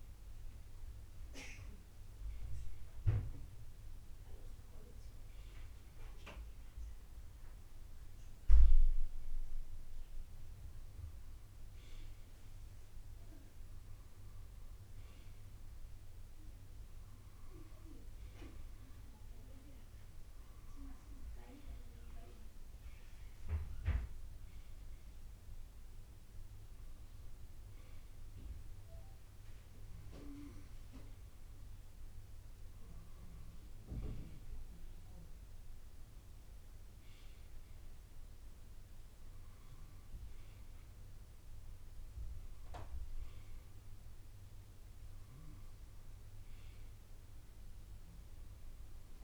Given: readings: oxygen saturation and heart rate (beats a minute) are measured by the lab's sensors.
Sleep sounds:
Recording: breathing in sleep by a room microphone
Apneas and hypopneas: none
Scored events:
none scored
From the record:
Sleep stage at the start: N2 (light sleep)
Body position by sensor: on the right side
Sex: male

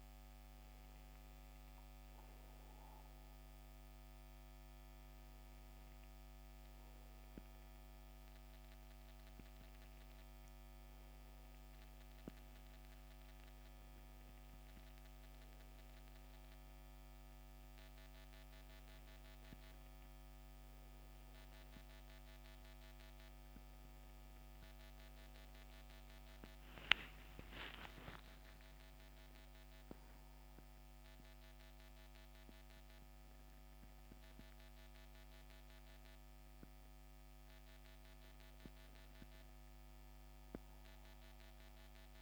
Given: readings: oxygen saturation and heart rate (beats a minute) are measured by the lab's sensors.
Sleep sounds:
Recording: breathing in sleep, hard to hear, by a microphone on the trachea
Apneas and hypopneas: none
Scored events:
none scored
From the record:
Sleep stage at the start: N1 (lightest sleep)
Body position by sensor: on the back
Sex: male

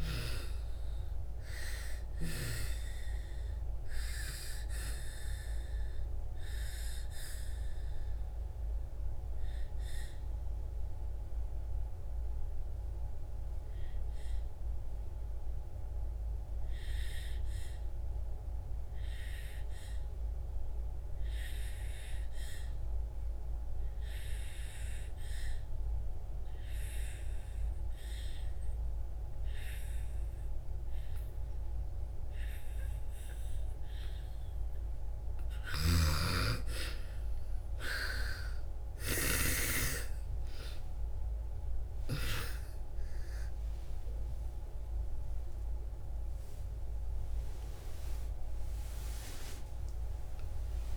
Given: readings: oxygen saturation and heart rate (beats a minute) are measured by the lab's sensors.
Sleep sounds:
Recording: breathing in sleep by a room microphone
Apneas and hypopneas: 1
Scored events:
0.00-2.00 s: arousal
0.00-20.00 s: oxygen desaturation (device-marked, oxygen 84% lowest)
5.50-34.00 s: obstructive apnea (oxygen 99% before, 78% lowest)
26.00-50.97 s: oxygen desaturation (device-marked, oxygen 97% before, 78% lowest)
35.00-39.00 s: snoring (device-marked)
38.00-50.97 s: new sleep stage, N1 (lightest sleep)
40.00-46.00 s: arousal
From the record:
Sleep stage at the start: N2 (light sleep)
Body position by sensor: on the back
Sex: female

